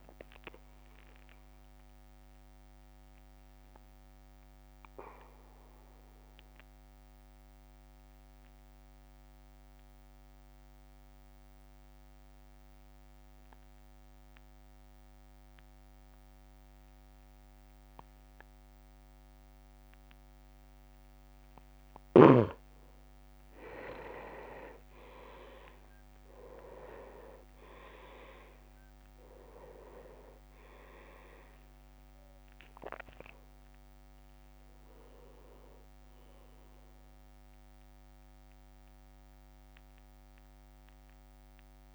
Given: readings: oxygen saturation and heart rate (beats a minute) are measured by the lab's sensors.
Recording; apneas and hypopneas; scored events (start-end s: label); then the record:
breathing in sleep by a microphone on the trachea; 1
0.00-9.50 s: drop in pulse transit time (device-marked, heart rate 52 extreme)
2.50-21.00 s: obstructive apnea (oxygen 100% before, 94% lowest, heart rate 55 before, 52 extreme, up 8 after)
23.00-26.00 s: leg movement (device-marked)
23.50-28.00 s: arousal
26.50-41.95 s: drop in pulse transit time (device-marked, heart rate 53 before, 55 extreme)
27.50-40.50 s: oxygen desaturation (device-marked, oxygen 98% before, 95% lowest, heart rate 53 before, 55 extreme)
30.00-31.50 s: leg movement (device-marked)
From the record:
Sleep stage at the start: N2 (light sleep); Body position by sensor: on the back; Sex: male